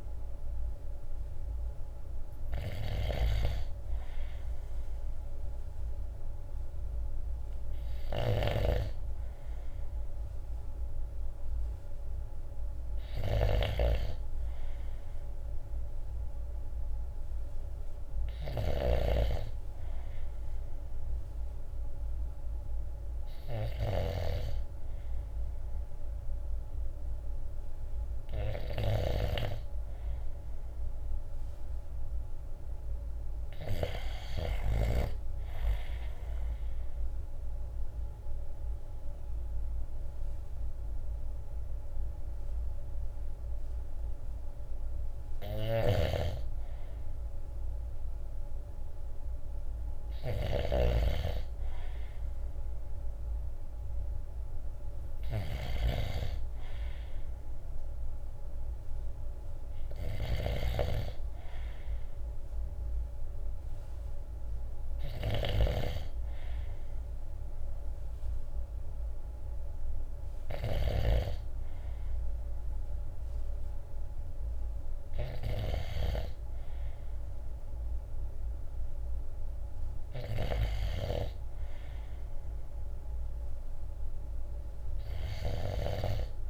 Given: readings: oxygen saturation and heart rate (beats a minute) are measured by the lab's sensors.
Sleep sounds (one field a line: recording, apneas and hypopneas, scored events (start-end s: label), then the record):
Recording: breathing in sleep by a room microphone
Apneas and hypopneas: 1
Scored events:
0.00-33.50 s: snoring (device-marked)
36.00-46.00 s: obstructive apnea (oxygen 95% before, 94% lowest, heart rate 60 before, 58 extreme, up 3 after)
45.00-86.50 s: snoring (device-marked)
48.50-52.00 s: arousal
From the record:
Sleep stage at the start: N2 (light sleep)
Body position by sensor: on the right side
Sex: male